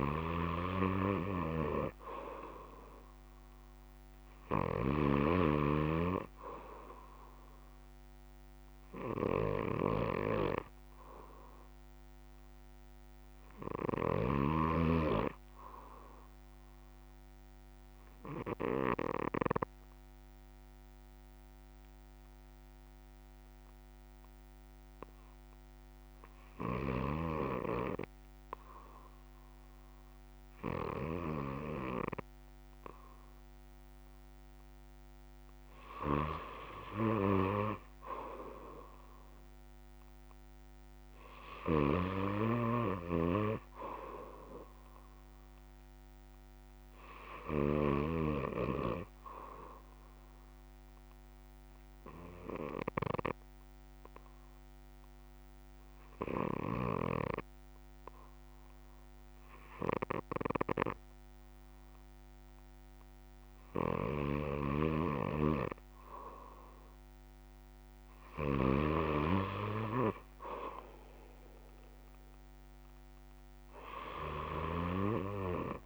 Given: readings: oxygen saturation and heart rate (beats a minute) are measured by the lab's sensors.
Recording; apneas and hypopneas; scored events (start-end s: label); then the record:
breathing in sleep by a microphone on the trachea; 2
10.00-28.00 s: oxygen desaturation (device-marked, oxygen 94% before, 88% lowest, heart rate 64 before, 52 extreme)
17.50-34.50 s: obstructive apnea (oxygen 94% before, 87% lowest, heart rate 63 before, 52 extreme)
46.00-71.00 s: oxygen desaturation (device-marked, oxygen 94% before, 87% lowest, heart rate 57 before, 59 extreme)
49.00-63.50 s: obstructive apnea (oxygen 94% before, 87% lowest, heart rate 56 before, 59 extreme, up 2 after)
From the record:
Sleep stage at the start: N3 (deep sleep); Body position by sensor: on the back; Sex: male